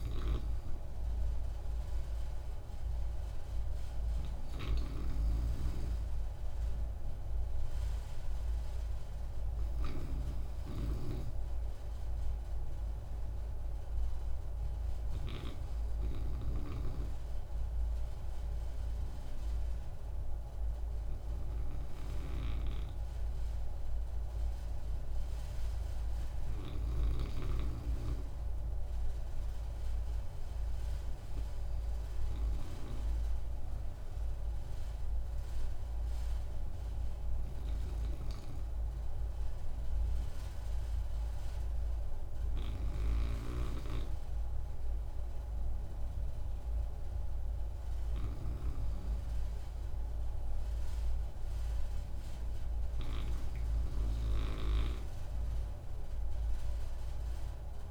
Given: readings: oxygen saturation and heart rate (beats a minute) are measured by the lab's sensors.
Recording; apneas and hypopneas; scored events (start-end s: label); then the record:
breathing in sleep by a room microphone; none
5.00-10.00 s: snoring (device-marked)
From the record:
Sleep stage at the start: N1 (lightest sleep); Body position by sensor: on the right side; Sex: male